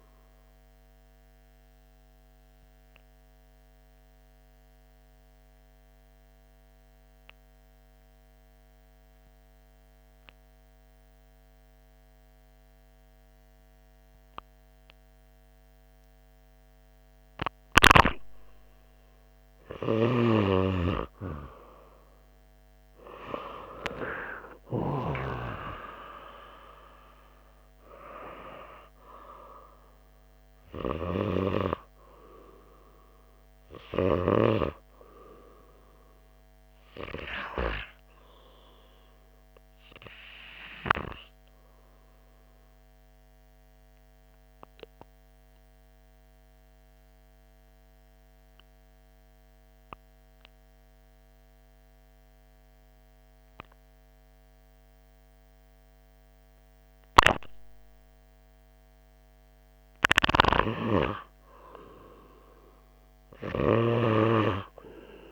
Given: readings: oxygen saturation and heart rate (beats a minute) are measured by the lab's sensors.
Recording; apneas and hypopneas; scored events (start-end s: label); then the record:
breathing in sleep by a microphone on the trachea; 2
0.50-19.50 s: obstructive apnea (oxygen 98% before, 95% lowest, heart rate 85 before, 81 extreme, up 1 after)
21.00-24.50 s: arousal
26.50-36.50 s: oxygen desaturation (device-marked, oxygen 99% before, 95% lowest, heart rate 86 before, 81 extreme)
42.00-60.00 s: obstructive apnea (oxygen 99% before, 96% lowest, heart rate 84 before, 81 extreme, up 0 after)
61.00-65.31 s: snoring (device-marked)
61.50-65.31 s: arousal
From the record:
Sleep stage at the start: REM sleep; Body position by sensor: on the right side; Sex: male